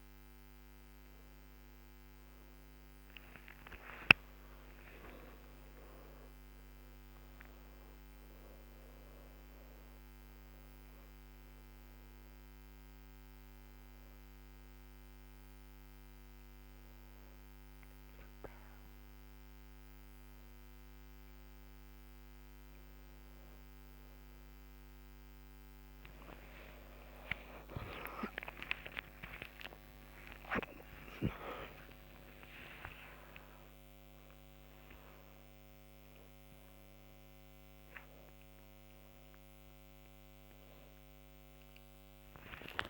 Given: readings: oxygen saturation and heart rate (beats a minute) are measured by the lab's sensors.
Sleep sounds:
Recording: a person awake in a sleep study, by a microphone on the trachea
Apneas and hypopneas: none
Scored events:
17.00-42.90 s: new sleep stage, awake
33.00-40.00 s: oxygen desaturation (device-marked, oxygen 98% before, 95% lowest, heart rate 83 before, 82 extreme)
From the record:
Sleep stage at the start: N2 (light sleep)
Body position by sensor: on the back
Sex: female

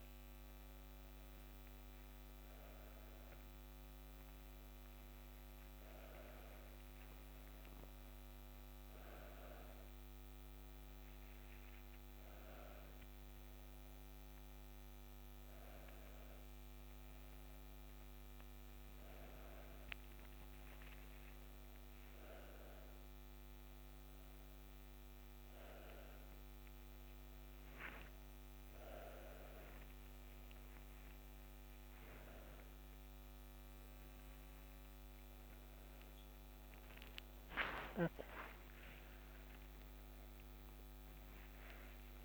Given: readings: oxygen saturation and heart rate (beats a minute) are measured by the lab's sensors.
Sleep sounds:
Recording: a person awake in a sleep study, by a microphone on the trachea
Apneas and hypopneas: none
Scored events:
none scored
From the record:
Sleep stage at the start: awake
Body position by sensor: upright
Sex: female

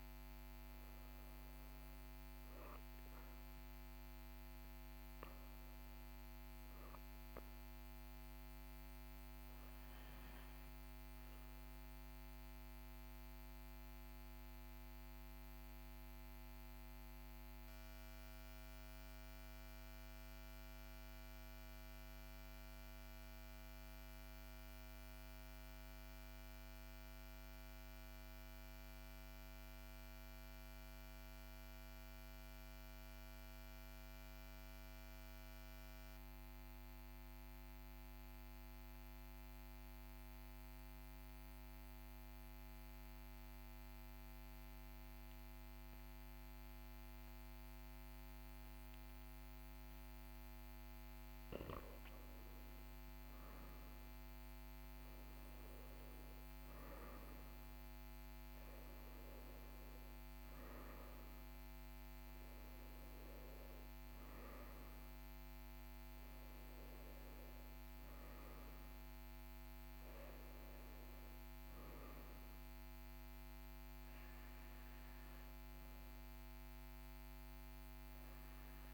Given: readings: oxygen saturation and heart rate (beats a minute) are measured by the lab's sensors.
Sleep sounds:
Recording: breathing in sleep, hard to hear, by a microphone on the trachea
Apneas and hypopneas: 1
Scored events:
9.00-52.00 s: obstructive apnea (oxygen 97% before, 91% lowest, heart rate 44 before, 42 extreme, up 2 after)
40.00-78.94 s: oxygen desaturation (device-marked, oxygen 98% before, 91% lowest, heart rate 42 before, 41 extreme)
53.50-58.00 s: arousal
From the record:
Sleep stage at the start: N2 (light sleep)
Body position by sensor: on the right side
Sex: male

